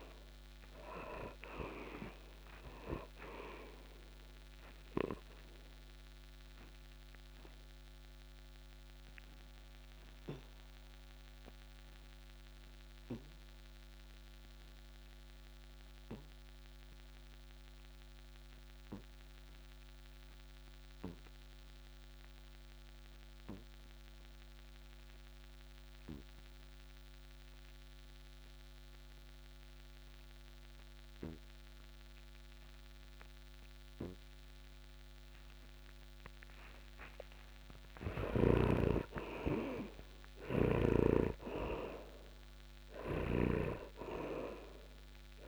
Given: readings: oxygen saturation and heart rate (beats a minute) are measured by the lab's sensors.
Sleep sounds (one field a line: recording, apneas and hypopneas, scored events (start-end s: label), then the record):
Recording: breathing in sleep by a microphone on the trachea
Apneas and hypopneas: 1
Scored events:
0.00-21.50 s: oxygen desaturation (device-marked, oxygen 67% lowest, heart rate 49 extreme)
4.00-36.50 s: obstructive apnea (oxygen 100% before, 65% lowest, heart rate 54 before, 49 extreme, up 3 after)
28.50-38.50 s: oxygen desaturation (device-marked, oxygen 99% before, 91% lowest, heart rate 66 before, 49 extreme)
38.50-42.00 s: arousal
40.50-45.48 s: oxygen desaturation (device-marked, oxygen 96% before, 65% lowest, heart rate 56 before, 55 extreme)
From the record:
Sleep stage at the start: N2 (light sleep)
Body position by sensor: on the back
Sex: male